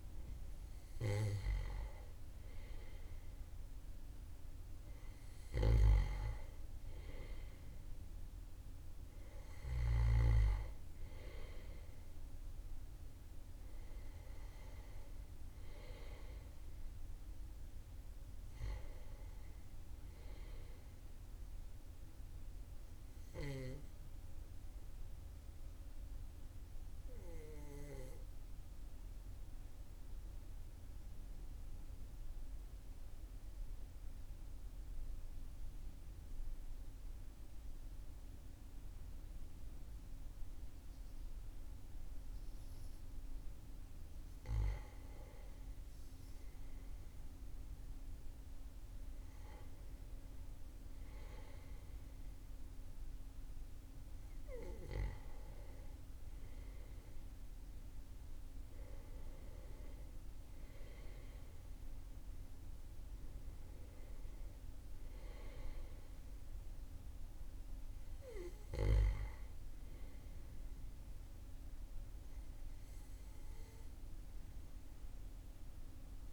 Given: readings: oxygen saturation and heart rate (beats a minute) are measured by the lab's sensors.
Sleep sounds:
breathing in sleep by a room microphone; 1
0.00-1.50 s: arousal
26.50-43.00 s: obstructive apnea (oxygen 97% before, 95% lowest, heart rate 42 before, 40 extreme, up 2 after)
45.50-50.00 s: arousal
From the record:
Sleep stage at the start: REM sleep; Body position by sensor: on the back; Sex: male

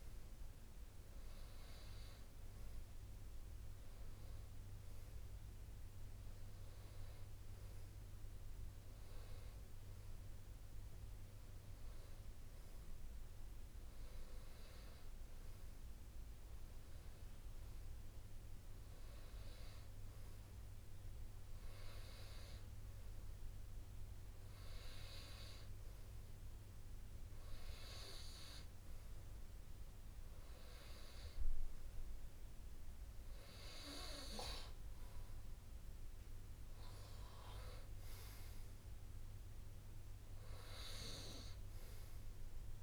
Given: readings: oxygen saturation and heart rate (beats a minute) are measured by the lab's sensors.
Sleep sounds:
breathing in sleep by a room microphone; none
none scored
From the record:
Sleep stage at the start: N2 (light sleep); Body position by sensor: on the right side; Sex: male

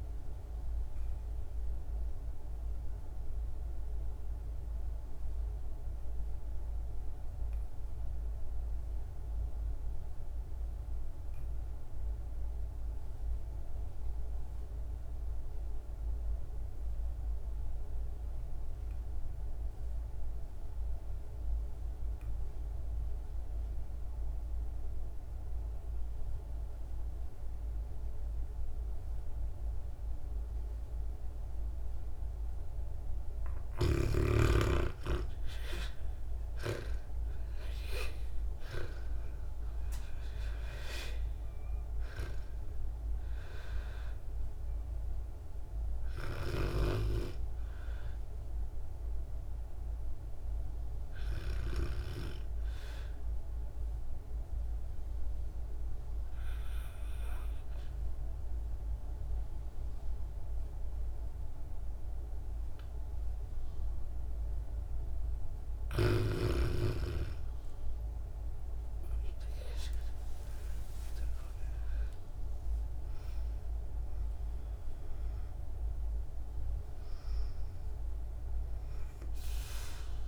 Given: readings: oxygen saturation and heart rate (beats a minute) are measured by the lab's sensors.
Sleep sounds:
breathing in sleep by a room microphone; 2
1.00-32.50 s: obstructive apnea (oxygen 98% before, 77% lowest, heart rate 66 before, 50 extreme, up 19 after)
13.50-64.50 s: oxygen desaturation (device-marked, oxygen 98% before, 77% lowest, heart rate 56 before, 50 extreme)
35.50-40.00 s: arousal
53.50-65.50 s: obstructive apnea (oxygen 92% before, 77% lowest, heart rate 64 before, 56 extreme, up 11 after)
68.00-73.00 s: arousal
From the record:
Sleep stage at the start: REM sleep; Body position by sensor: on the back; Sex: female

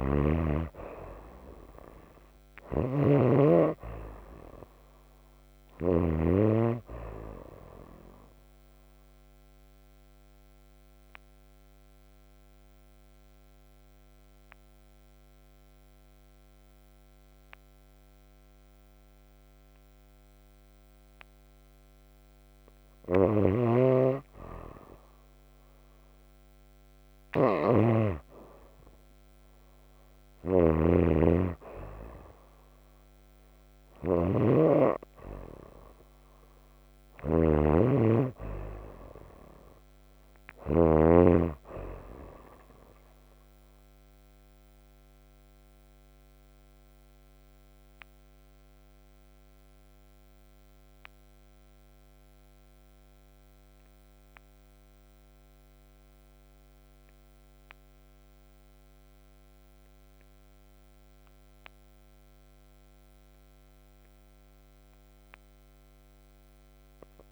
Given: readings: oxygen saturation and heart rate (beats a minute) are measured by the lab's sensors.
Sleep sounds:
breathing in sleep by a microphone on the trachea; 2
0.00-6.00 s: snoring (device-marked)
0.00-13.00 s: oxygen desaturation (device-marked, oxygen 93% before, 89% lowest, heart rate 61 before, 50 extreme)
8.00-22.00 s: obstructive apnea (oxygen 95% before, 79% lowest, heart rate 63 before, 50 extreme, up 1 after)
15.00-33.00 s: oxygen desaturation (device-marked, oxygen 90% before, 79% lowest, heart rate 64 before, 50 extreme)
23.00-40.50 s: snoring (device-marked)
24.00-26.50 s: arousal
34.50-38.50 s: arousal
43.00-63.00 s: obstructive apnea (oxygen 96% before, 85% lowest, heart rate 59 before, 55 extreme, up 7 after)
64.50-67.31 s: arousal
From the record:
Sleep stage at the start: N2 (light sleep); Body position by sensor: on the right side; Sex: female

